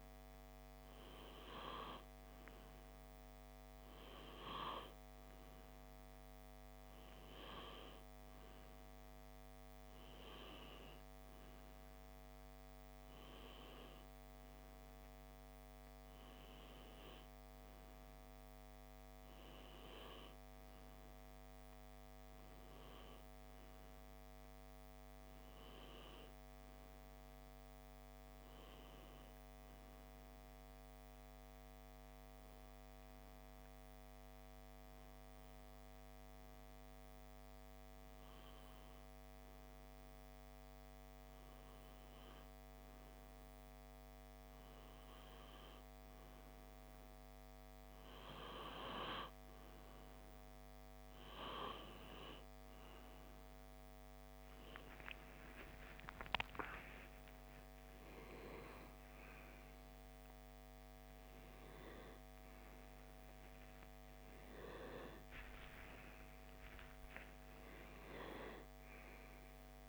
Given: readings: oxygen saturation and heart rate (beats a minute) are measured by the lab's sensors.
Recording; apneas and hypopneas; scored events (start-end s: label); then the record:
breathing in sleep by a microphone on the trachea; 1
24.00-28.00 s: arousal
29.50-44.00 s: hypopnea (oxygen 94% before, 92% lowest, heart rate 62 before, 61 extreme, up 0 after)
51.00-55.50 s: arousal
65.00-69.50 s: arousal
From the record:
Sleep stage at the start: N2 (light sleep); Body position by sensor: on the left side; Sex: male